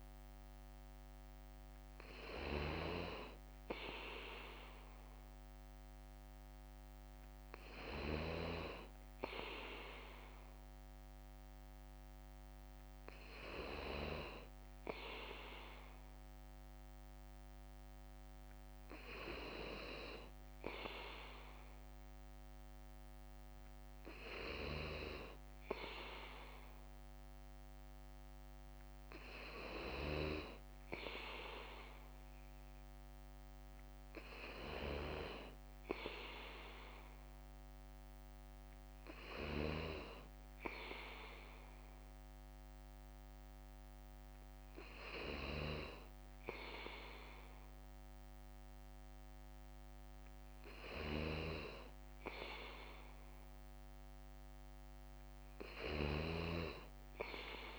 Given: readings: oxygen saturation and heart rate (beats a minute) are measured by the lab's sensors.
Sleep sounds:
breathing in sleep by a microphone on the trachea; none
0.00-15.50 s: bradycardia (device-marked, heart rate 58 extreme)
22.50-31.50 s: bradycardia (device-marked, heart rate 58 before, 59 extreme)
33.50-52.50 s: bradycardia (device-marked, heart rate 58 before, 56 extreme)
54.50-56.50 s: bradycardia (device-marked, heart rate 58 before, 59 extreme)
From the record:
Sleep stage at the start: N2 (light sleep); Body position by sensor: on the back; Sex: male

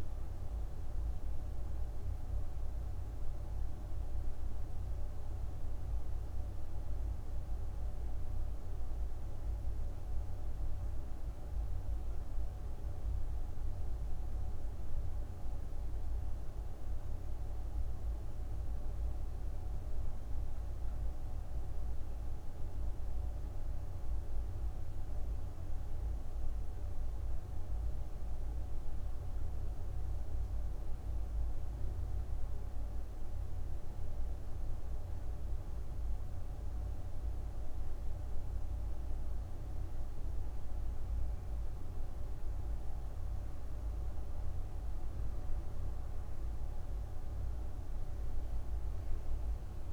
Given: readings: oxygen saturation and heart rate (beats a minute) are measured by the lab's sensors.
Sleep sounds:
breathing in sleep, hard to hear, by a room microphone; none
none scored
From the record:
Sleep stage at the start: N2 (light sleep); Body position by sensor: on the back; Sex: female

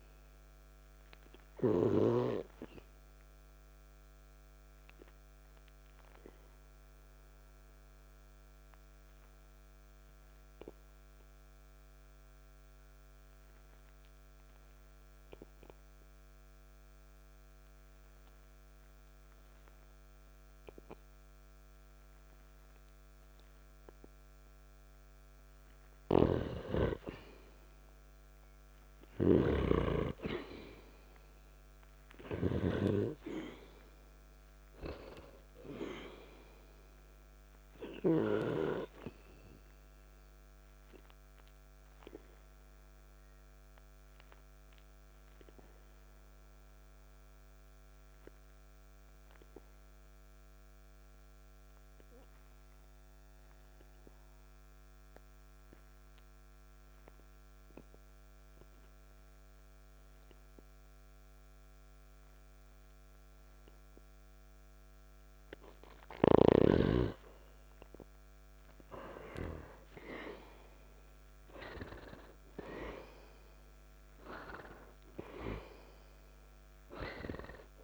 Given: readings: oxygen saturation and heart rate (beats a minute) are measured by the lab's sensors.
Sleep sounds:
breathing in sleep by a microphone on the trachea; 2
4.00-24.50 s: obstructive apnea (oxygen 98% before, 89% lowest, heart rate 52 before, 51 extreme)
11.00-27.00 s: oxygen desaturation (device-marked, oxygen 95% before, 89% lowest, heart rate 53 before, 51 extreme)
27.50-32.00 s: arousal
40.00-65.00 s: obstructive apnea (oxygen 98% before, 89% lowest, heart rate 53 before, 49 extreme, up 0 after)
52.00-64.00 s: oxygen desaturation (device-marked, oxygen 96% before, 92% lowest, heart rate 54 before, 49 extreme)
68.50-73.50 s: arousal
71.00-77.84 s: oxygen desaturation (device-marked, oxygen 97% before, 93% lowest, heart rate 52 before, 54 extreme)
From the record:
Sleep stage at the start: N2 (light sleep); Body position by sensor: on the back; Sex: male

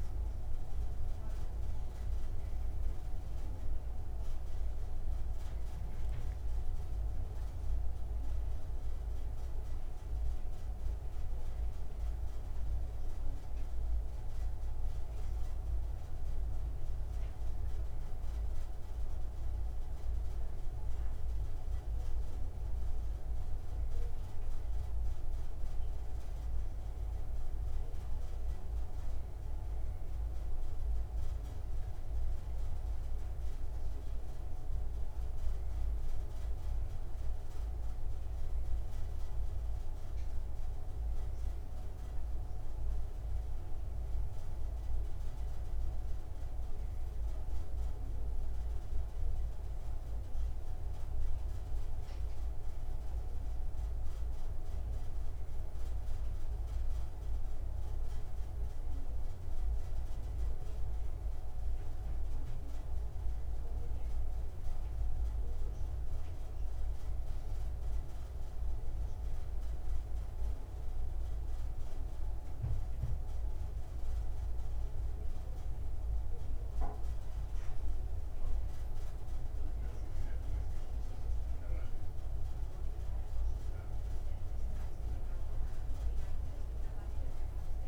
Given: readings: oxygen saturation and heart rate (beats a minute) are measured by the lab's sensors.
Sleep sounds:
breathing in sleep, hard to hear, by a room microphone; none
none scored
From the record:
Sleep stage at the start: N2 (light sleep); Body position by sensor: on the right side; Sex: male

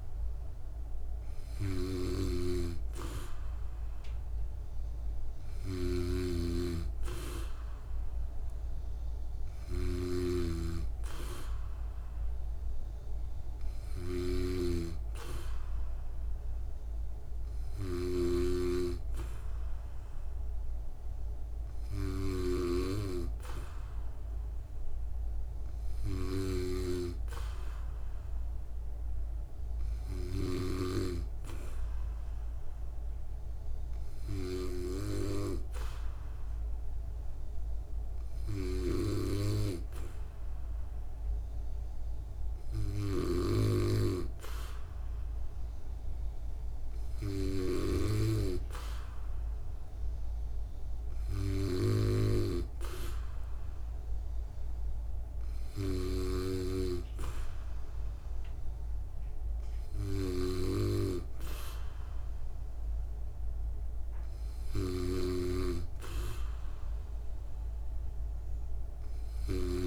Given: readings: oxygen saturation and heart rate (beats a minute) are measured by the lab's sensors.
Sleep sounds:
breathing in sleep by a room microphone; none
0.00-69.87 s: snoring (device-marked)
From the record:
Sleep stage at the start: N2 (light sleep); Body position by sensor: on the back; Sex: female

